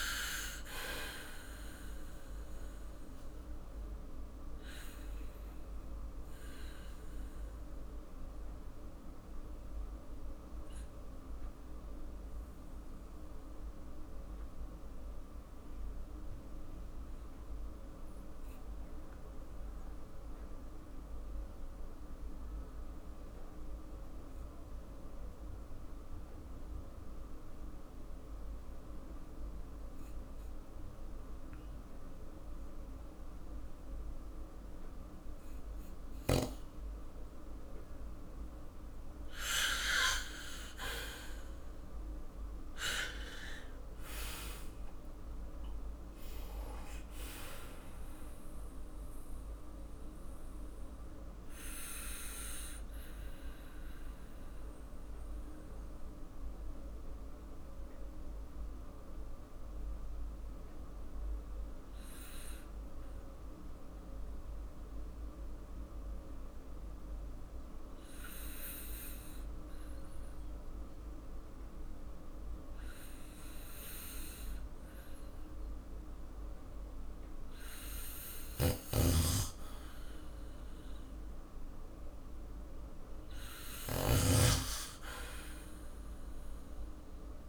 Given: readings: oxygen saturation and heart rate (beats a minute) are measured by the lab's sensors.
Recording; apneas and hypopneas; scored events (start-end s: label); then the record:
breathing in sleep by a room microphone; 2
4.50-11.50 s: oxygen desaturation (device-marked, oxygen 99% before, 96% lowest, heart rate 55 before, 49 extreme)
4.50-38.00 s: obstructive apnea (oxygen 99% before, 93% lowest, heart rate 55 before, 45 extreme, up 8 after)
28.50-43.50 s: oxygen desaturation (device-marked, oxygen 99% before, 95% lowest, heart rate 50 before, 45 extreme)
40.00-45.50 s: arousal
49.00-78.50 s: obstructive apnea (oxygen 99% before, 93% lowest, heart rate 54 before, 45 extreme, up 3 after)
78.00-87.49 s: snoring (device-marked)
79.50-82.50 s: arousal
80.50-87.49 s: oxygen desaturation (device-marked, oxygen 98% before, 93% lowest, heart rate 50 before, 47 extreme)
From the record:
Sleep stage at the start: N2 (light sleep); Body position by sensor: on the back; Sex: male